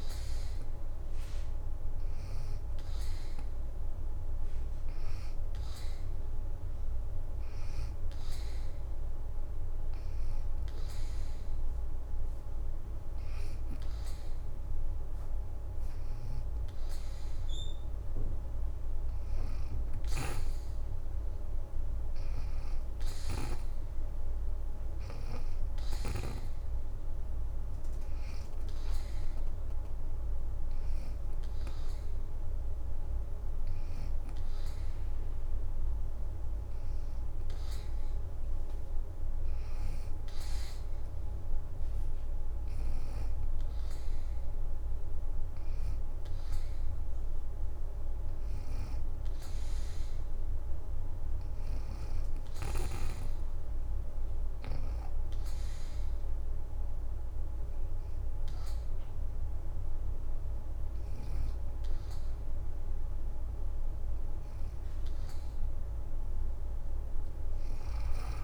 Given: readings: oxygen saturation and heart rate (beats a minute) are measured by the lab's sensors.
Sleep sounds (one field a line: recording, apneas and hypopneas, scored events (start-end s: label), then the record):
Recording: breathing in sleep, hard to hear, by a room microphone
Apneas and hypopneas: 2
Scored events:
0.00-15.50 s: oxygen desaturation (device-marked, oxygen 86% lowest, heart rate 79 extreme)
2.50-16.00 s: hypopnea (oxygen 91% before, 86% lowest, heart rate 80 before, 79 extreme, up 5 after)
17.00-18.50 s: leg movement (device-marked)
19.50-26.00 s: snoring (device-marked)
20.00-24.00 s: arousal
20.00-25.50 s: leg movement (device-marked)
37.00-48.50 s: hypopnea (oxygen 90% before, 83% lowest, heart rate 83 before, 68 extreme, up 4 after)
43.50-54.50 s: oxygen desaturation (device-marked, oxygen 91% before, 86% lowest, heart rate 82 before, 68 extreme)
50.50-54.50 s: arousal
56.50-68.43 s: oxygen desaturation (device-marked, oxygen 89% before, 86% lowest, heart rate 81 before, 68 extreme)
From the record:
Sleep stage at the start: N2 (light sleep)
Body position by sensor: on the back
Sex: female